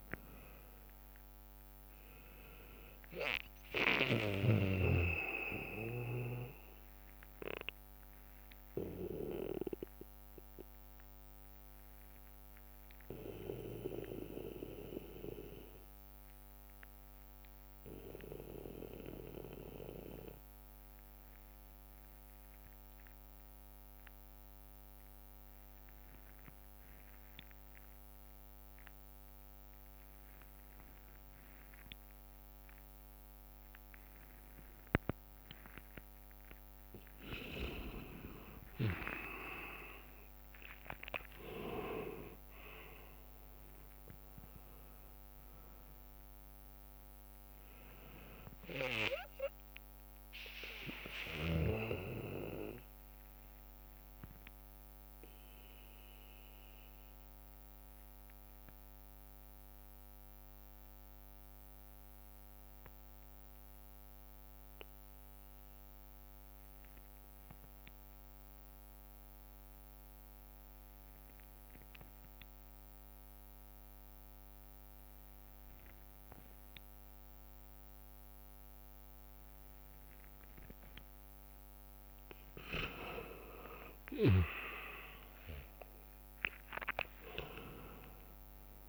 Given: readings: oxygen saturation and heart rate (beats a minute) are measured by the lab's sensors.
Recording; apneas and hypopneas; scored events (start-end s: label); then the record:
breathing in sleep by a microphone on the trachea; 2
0.00-1.00 s: arousal
0.00-20.50 s: oxygen desaturation (device-marked, oxygen 90% lowest, heart rate 57 extreme)
0.50-2.50 s: long interval between heartbeats (device-marked, heart rate 61 before, 75 extreme)
3.50-5.50 s: long interval between heartbeats (device-marked, heart rate 63 before, 84 extreme)
7.50-9.50 s: long interval between heartbeats (device-marked, heart rate 67 before, 79 extreme)
9.50-35.50 s: obstructive apnea (oxygen 98% before, 89% lowest, heart rate 70 before, 55 extreme, up 19 after)
10.50-18.50 s: bradycardia (device-marked, heart rate 68 before, 57 extreme)
34.50-60.50 s: oxygen desaturation (device-marked, oxygen 98% before, 89% lowest, heart rate 60 before, 55 extreme)
38.50-50.50 s: drop in pulse transit time (device-marked, heart rate 62 before, 68 extreme)
39.00-41.00 s: long interval between heartbeats (device-marked, heart rate 62 before, 73 extreme)
39.00-44.00 s: arousal
49.50-56.50 s: bradycardia (device-marked, heart rate 68 before, 55 extreme)
56.00-81.50 s: obstructive apnea (oxygen 98% before, 89% lowest, heart rate 70 before, 53 extreme, up 9 after)
77.50-88.89 s: oxygen desaturation (device-marked, oxygen 99% before, 90% lowest, heart rate 60 before, 53 extreme)
83.50-88.89 s: arousal
85.50-88.89 s: drop in pulse transit time (device-marked, heart rate 61 before, 57 extreme)
From the record:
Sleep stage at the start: N2 (light sleep); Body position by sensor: on the back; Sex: male